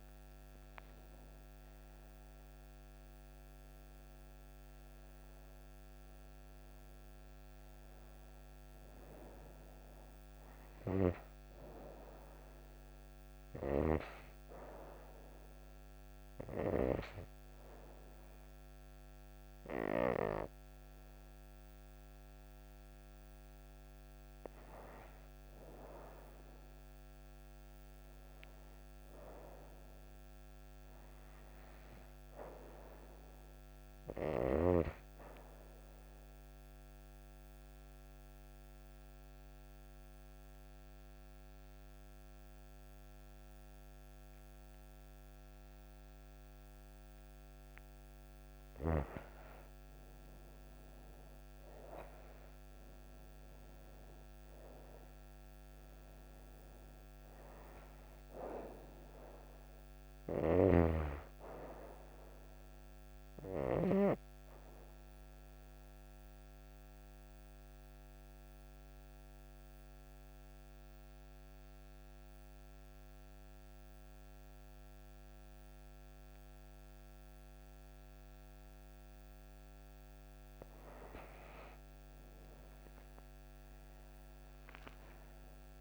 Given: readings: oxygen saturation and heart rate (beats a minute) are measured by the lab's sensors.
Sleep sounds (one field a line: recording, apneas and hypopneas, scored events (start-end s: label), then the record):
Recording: breathing in sleep by a microphone on the trachea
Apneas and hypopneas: 3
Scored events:
0.00-3.50 s: arousal
0.00-23.50 s: oxygen desaturation (device-marked, oxygen 91% lowest)
14.00-25.00 s: obstructive apnea (oxygen 99% before, 91% lowest)
25.50-29.00 s: arousal
36.00-48.00 s: obstructive apnea (oxygen 97% before, 91% lowest)
47.50-77.50 s: oxygen desaturation (device-marked, oxygen 97% before, 91% lowest)
49.00-52.50 s: arousal
63.00-79.50 s: obstructive apnea (oxygen 97% before, 91% lowest)
81.00-85.81 s: arousal
From the record:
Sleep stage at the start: N2 (light sleep)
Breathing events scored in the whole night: 366 in 5.5 hours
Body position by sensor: on the right side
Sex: female